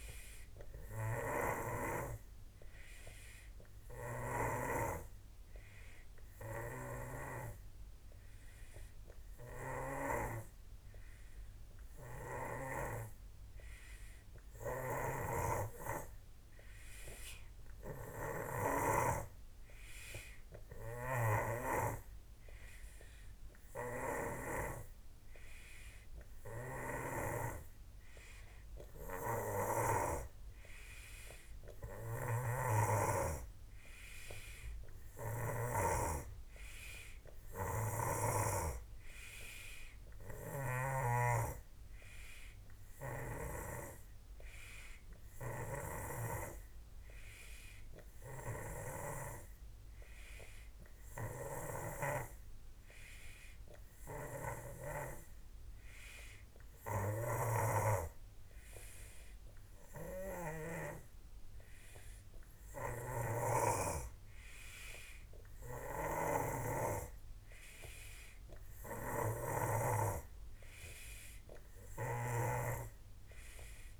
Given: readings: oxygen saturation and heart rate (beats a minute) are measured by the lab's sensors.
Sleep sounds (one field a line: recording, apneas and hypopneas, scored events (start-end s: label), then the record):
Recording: breathing in sleep by a room microphone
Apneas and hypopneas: none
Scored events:
0.00-4.50 s: snoring (device-marked)
6.50-19.00 s: snoring (device-marked)
21.00-24.50 s: snoring (device-marked)
26.50-30.00 s: snoring (device-marked)
32.00-35.50 s: snoring (device-marked)
37.50-41.00 s: snoring (device-marked)
45.50-52.00 s: snoring (device-marked)
54.00-60.50 s: snoring (device-marked)
62.50-72.50 s: snoring (device-marked)
From the record:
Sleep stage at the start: N2 (light sleep)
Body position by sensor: on the back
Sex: male